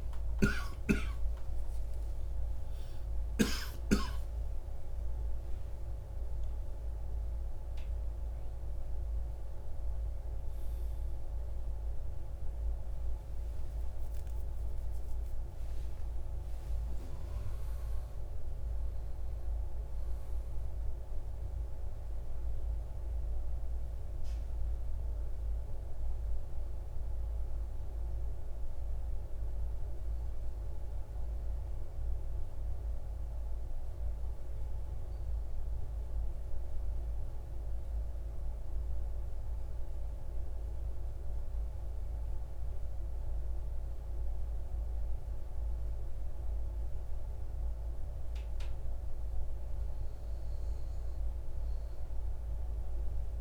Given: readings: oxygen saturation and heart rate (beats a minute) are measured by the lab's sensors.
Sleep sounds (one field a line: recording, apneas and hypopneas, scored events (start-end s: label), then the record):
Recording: a person awake in a sleep study, hard to hear, by a room microphone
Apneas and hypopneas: 1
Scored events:
2.00-32.00 s: new sleep stage, awake
32.00-53.41 s: new sleep stage, N2 (light sleep)
35.50-49.00 s: obstructive apnea (oxygen 99% before, 96% lowest, heart rate 165 before, 159 extreme, up 24 after)
51.00-53.41 s: arousal
From the record:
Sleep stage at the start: N2 (light sleep)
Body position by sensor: on the right side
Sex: male